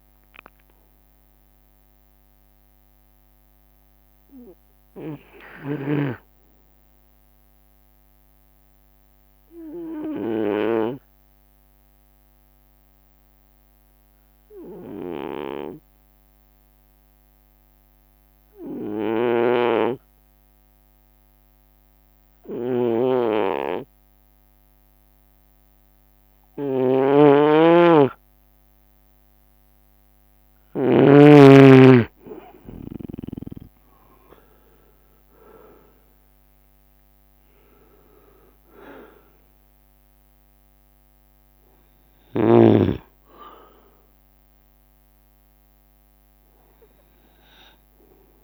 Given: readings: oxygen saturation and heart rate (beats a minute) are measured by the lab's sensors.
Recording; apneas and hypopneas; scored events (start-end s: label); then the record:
breathing in sleep by a microphone on the trachea; 1
0.00-1.00 s: leg movement (device-marked)
0.00-48.43 s: bradycardia (device-marked)
7.00-28.00 s: obstructive apnea (oxygen 97% before, 91% lowest)
8.50-10.50 s: long interval between heartbeats (device-marked)
18.50-20.50 s: long interval between heartbeats (device-marked)
19.50-31.50 s: snoring (device-marked)
24.50-48.43 s: oxygen desaturation (device-marked, oxygen 98% before, 91% lowest)
31.00-35.50 s: arousal
32.00-34.00 s: long interval between heartbeats (device-marked)
45.50-48.00 s: leg movement (device-marked)
From the record:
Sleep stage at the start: N2 (light sleep); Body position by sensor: on the right side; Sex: male